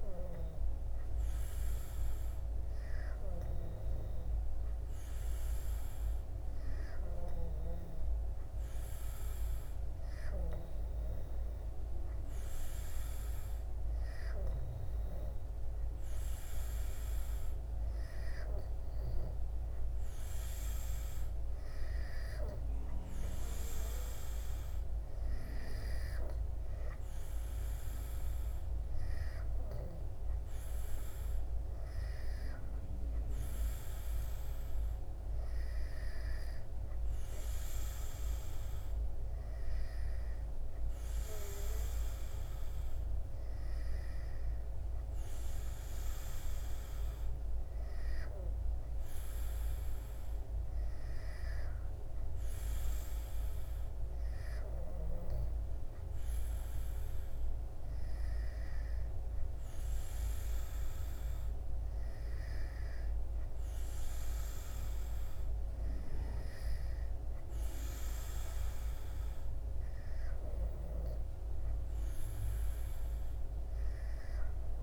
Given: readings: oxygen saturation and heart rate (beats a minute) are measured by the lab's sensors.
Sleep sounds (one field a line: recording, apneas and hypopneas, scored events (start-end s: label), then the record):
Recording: breathing in sleep, hard to hear, by a room microphone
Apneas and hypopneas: none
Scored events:
none scored
From the record:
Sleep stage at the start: N2 (light sleep)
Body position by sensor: on the back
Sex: male